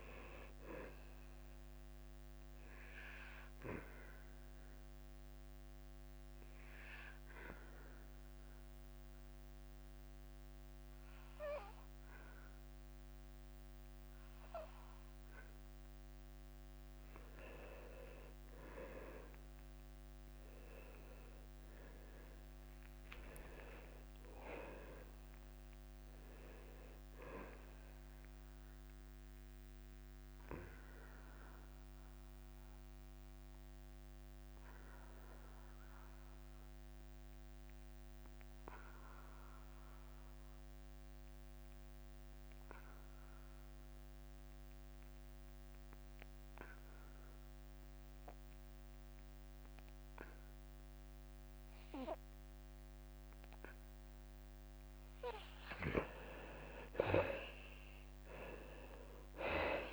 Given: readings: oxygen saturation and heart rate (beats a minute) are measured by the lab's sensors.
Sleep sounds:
breathing in sleep by a microphone on the trachea; 2
0.00-6.50 s: drop in pulse transit time (device-marked, heart rate 92 extreme)
0.00-19.50 s: oxygen desaturation (device-marked, oxygen 83% lowest, heart rate 89 extreme)
3.00-17.50 s: obstructive apnea (oxygen 98% before, 83% lowest, heart rate 92 before, 89 extreme, up 2 after)
20.50-24.00 s: arousal
21.50-33.50 s: drop in pulse transit time (device-marked, heart rate 92 before, 90 extreme)
30.00-52.00 s: obstructive apnea (oxygen 98% before, 79% lowest, heart rate 92 before, 87 extreme, up 2 after)
41.50-44.50 s: oxygen desaturation (device-marked, oxygen 95% before, 92% lowest, heart rate 93 before, 87 extreme)
51.50-59.93 s: oxygen desaturation (device-marked, oxygen 97% before, 79% lowest, heart rate 91 before, 87 extreme)
56.50-59.93 s: drop in pulse transit time (device-marked, heart rate 90 before, 88 extreme)
57.50-59.93 s: arousal
From the record:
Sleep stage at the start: N2 (light sleep); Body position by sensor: on the back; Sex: male

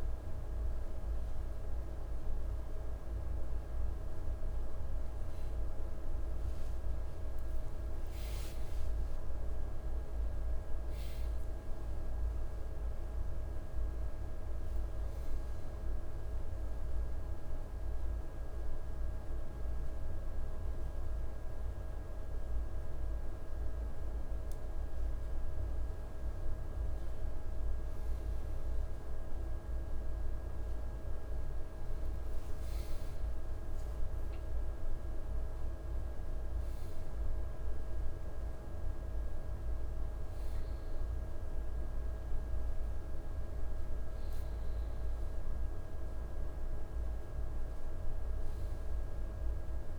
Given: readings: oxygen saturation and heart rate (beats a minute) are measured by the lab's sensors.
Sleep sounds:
a person awake in a sleep study, hard to hear, by a room microphone; none
49.00-49.99 s: new sleep stage, N1 (lightest sleep)
From the record:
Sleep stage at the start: awake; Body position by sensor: on the right side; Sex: male

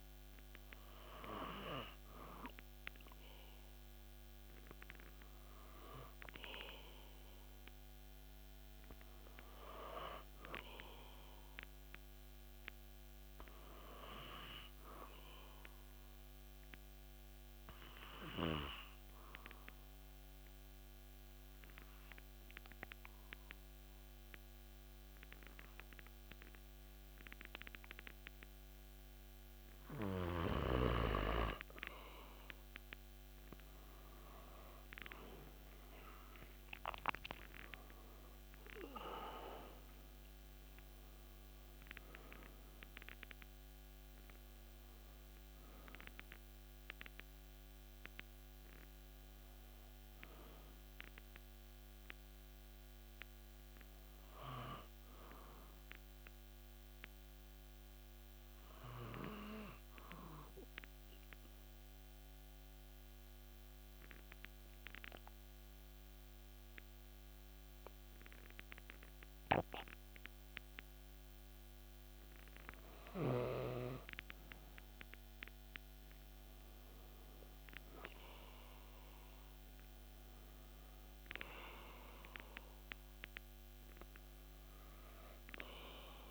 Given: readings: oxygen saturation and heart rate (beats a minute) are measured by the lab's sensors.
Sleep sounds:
breathing in sleep by a microphone on the trachea; 2
16.00-28.50 s: obstructive apnea (oxygen 97% before, 90% lowest)
32.00-35.50 s: arousal
38.00-61.00 s: oxygen desaturation (device-marked, oxygen 96% before, 90% lowest)
58.50-73.50 s: obstructive apnea (oxygen 96% before, 93% lowest)
76.50-80.50 s: arousal
82.00-86.31 s: oxygen desaturation (device-marked, oxygen 97% before, 93% lowest)
From the record:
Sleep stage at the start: N2 (light sleep); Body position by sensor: on the back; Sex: male

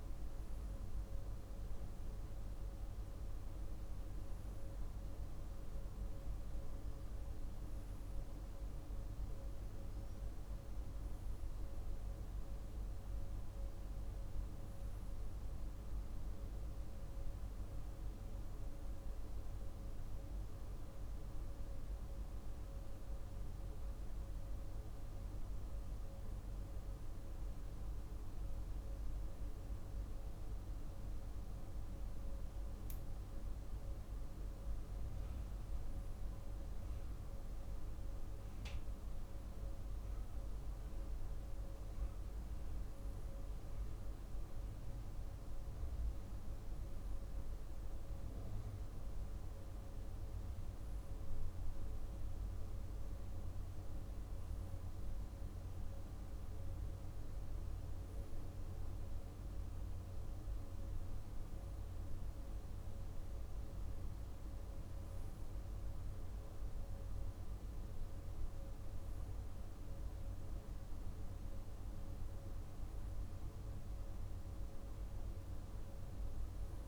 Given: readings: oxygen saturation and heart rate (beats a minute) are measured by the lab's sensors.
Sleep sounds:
breathing in sleep, hard to hear, by a room microphone; 1
11.00-15.00 s: arousal
20.50-42.50 s: hypopnea (oxygen 96% before, 95% lowest, heart rate 57 before, 49 extreme, up 2 after)
44.00-48.50 s: arousal
From the record:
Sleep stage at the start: N2 (light sleep); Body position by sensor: on the right side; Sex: male

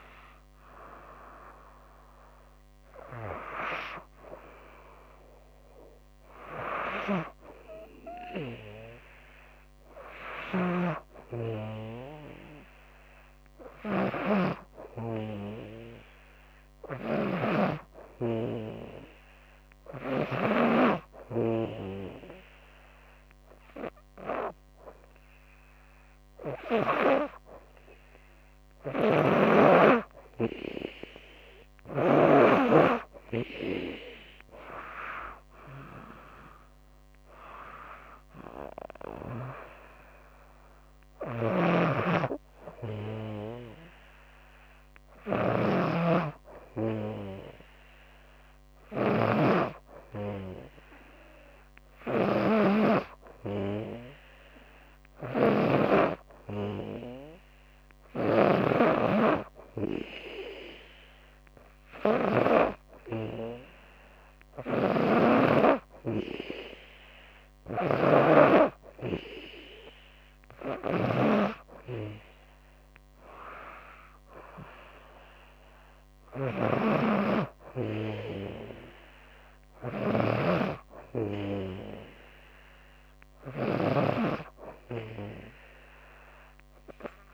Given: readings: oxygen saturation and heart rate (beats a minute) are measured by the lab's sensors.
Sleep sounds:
breathing in sleep by a microphone on the trachea; 1
9.50-20.00 s: snoring (device-marked)
19.00-29.50 s: obstructive apnea (oxygen 99% before, 96% lowest, heart rate 82 before, 75 extreme, up 11 after)
28.00-31.50 s: snoring (device-marked)
31.00-35.00 s: arousal
41.00-62.00 s: snoring (device-marked)
64.00-87.34 s: snoring (device-marked)
From the record:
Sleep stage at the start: N2 (light sleep); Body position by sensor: on the back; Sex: female

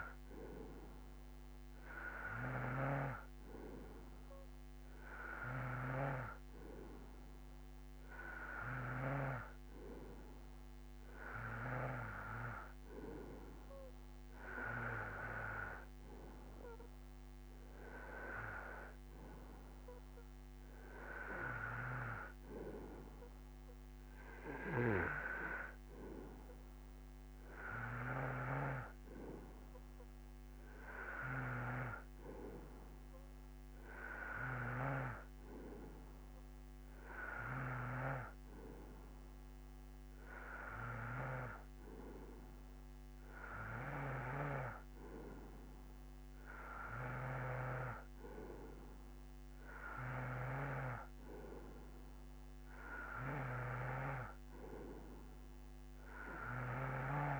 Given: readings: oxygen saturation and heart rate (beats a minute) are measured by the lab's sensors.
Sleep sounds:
breathing in sleep by a microphone on the trachea; none
25.00-31.00 s: bradycardia (device-marked, heart rate 68 before, 57 extreme)
From the record:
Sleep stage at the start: N2 (light sleep); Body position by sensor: on the right side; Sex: male

